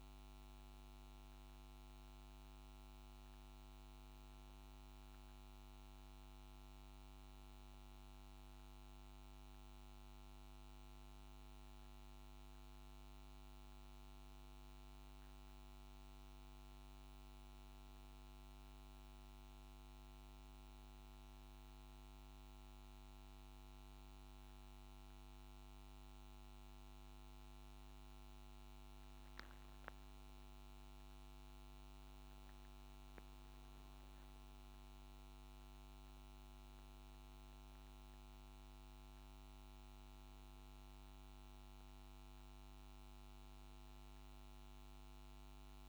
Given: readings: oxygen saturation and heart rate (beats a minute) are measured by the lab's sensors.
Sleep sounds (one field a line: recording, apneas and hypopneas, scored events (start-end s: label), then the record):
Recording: a person awake in a sleep study, hard to hear, by a microphone on the trachea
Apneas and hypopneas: none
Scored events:
none scored
From the record:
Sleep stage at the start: awake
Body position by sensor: on the back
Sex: male